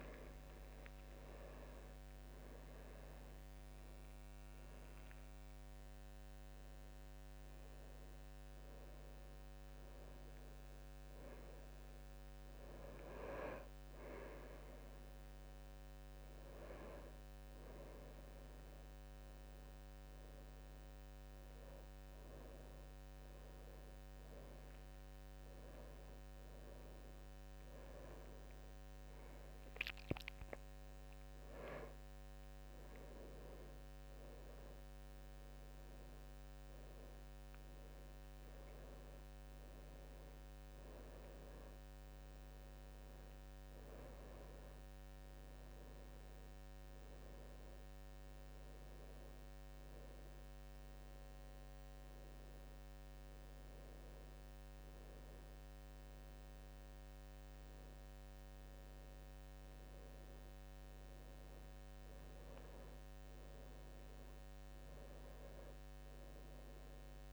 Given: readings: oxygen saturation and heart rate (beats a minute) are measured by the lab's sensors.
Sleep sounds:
a person awake in a sleep study, hard to hear, by a microphone on the trachea; none
none scored
From the record:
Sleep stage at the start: awake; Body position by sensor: on the back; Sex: male

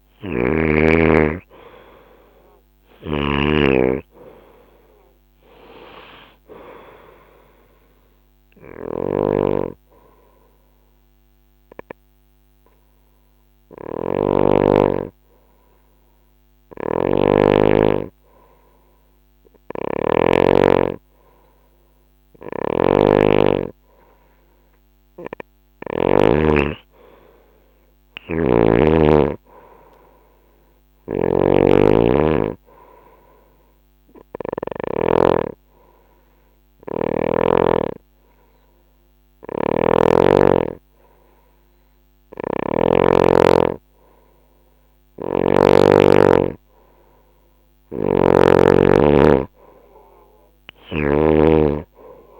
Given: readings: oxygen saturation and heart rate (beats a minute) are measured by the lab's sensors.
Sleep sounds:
breathing in sleep by a microphone on the trachea; 2
2.00-25.50 s: snoring (device-marked)
8.50-24.00 s: hypopnea (oxygen 98% before, 93% lowest, heart rate 70 before, 67 extreme, up 4 after)
27.00-29.50 s: arousal
27.50-34.00 s: snoring (device-marked)
33.50-45.00 s: obstructive apnea (oxygen 97% before, 93% lowest, heart rate 69 before, 65 extreme, up 7 after)
36.00-42.50 s: snoring (device-marked)
47.00-50.50 s: snoring (device-marked)
50.50-52.40 s: arousal
From the record:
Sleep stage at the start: N2 (light sleep); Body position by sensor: on the right side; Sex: female

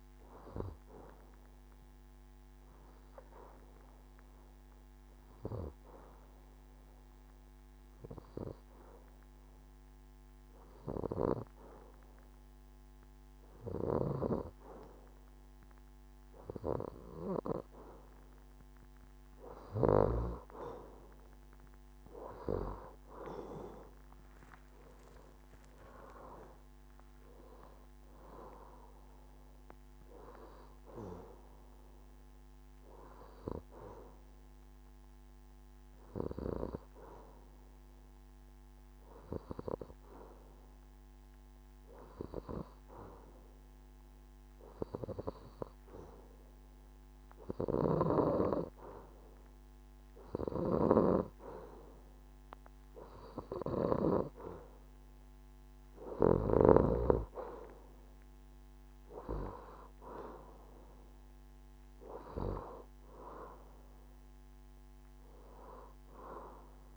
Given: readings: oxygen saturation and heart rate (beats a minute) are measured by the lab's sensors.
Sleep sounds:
breathing in sleep by a microphone on the trachea; 2
0.50-10.50 s: oxygen desaturation (device-marked, oxygen 93% before, 90% lowest, heart rate 73 before, 67 extreme)
2.50-17.50 s: obstructive apnea (oxygen 93% before, 89% lowest, heart rate 72 before, 67 extreme, up 7 after)
22.50-27.00 s: arousal
29.50-46.50 s: oxygen desaturation (device-marked, oxygen 95% before, 90% lowest, heart rate 71 before, 67 extreme)
32.50-48.50 s: hypopnea (oxygen 95% before, 89% lowest, heart rate 72 before, 67 extreme, up 5 after)
50.50-54.50 s: arousal
59.50-66.97 s: oxygen desaturation (device-marked, oxygen 94% before, 89% lowest, heart rate 70 before, 68 extreme)
From the record:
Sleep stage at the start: N2 (light sleep); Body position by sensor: on the left side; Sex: female

